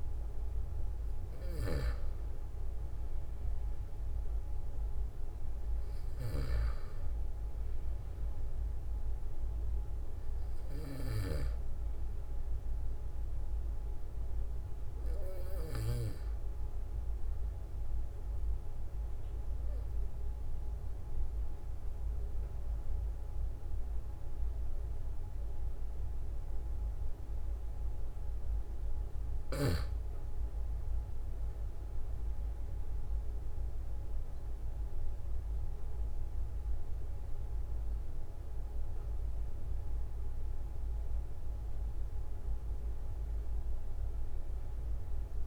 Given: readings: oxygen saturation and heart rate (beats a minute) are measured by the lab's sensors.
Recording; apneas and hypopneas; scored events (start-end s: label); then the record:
breathing in sleep by a room microphone; 1
0.00-1.00 s: arousal
0.00-11.50 s: snoring (device-marked)
13.50-29.00 s: obstructive apnea (oxygen 95% before, 90% lowest, heart rate 46 before, 44 extreme, up 5 after)
31.50-36.00 s: arousal
38.00-45.46 s: oxygen desaturation (device-marked, oxygen 95% before, 90% lowest, heart rate 46 before, 44 extreme)
From the record:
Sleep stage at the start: N2 (light sleep); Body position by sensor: on the back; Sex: male